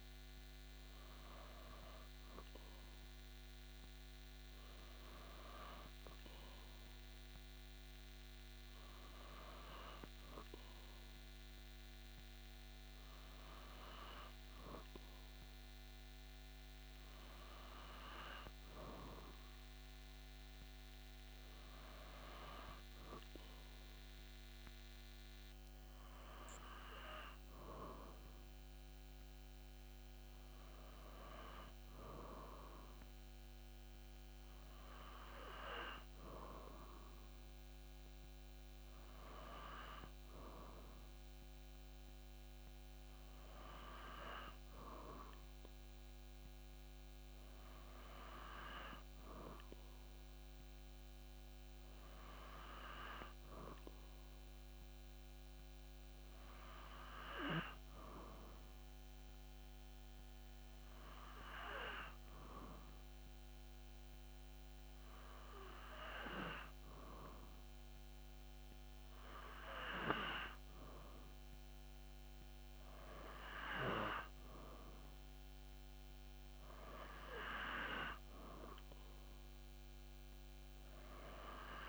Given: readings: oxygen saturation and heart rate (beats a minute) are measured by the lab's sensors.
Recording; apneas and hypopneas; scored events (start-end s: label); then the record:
breathing in sleep by a microphone on the trachea; none
none scored
From the record:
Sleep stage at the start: N2 (light sleep); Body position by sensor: on the back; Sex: male